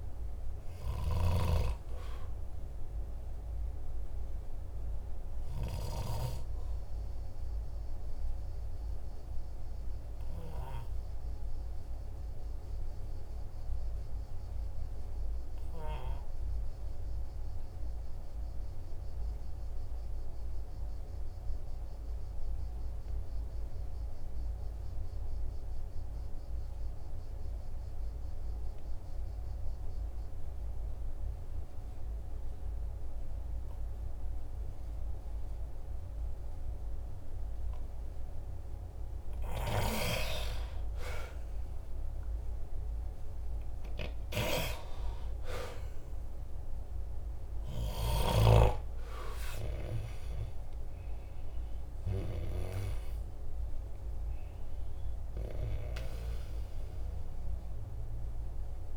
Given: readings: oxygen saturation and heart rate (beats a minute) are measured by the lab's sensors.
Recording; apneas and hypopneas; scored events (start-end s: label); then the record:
breathing in sleep by a room microphone; 1
8.00-38.50 s: obstructive apnea (oxygen 96% before, 91% lowest, heart rate 49 before, 44 extreme, up 1 after)
40.00-43.50 s: arousal
40.00-58.97 s: oxygen desaturation (device-marked, oxygen 98% before, 91% lowest, heart rate 47 before, 44 extreme)
From the record:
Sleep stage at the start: N2 (light sleep); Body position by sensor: on the right side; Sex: male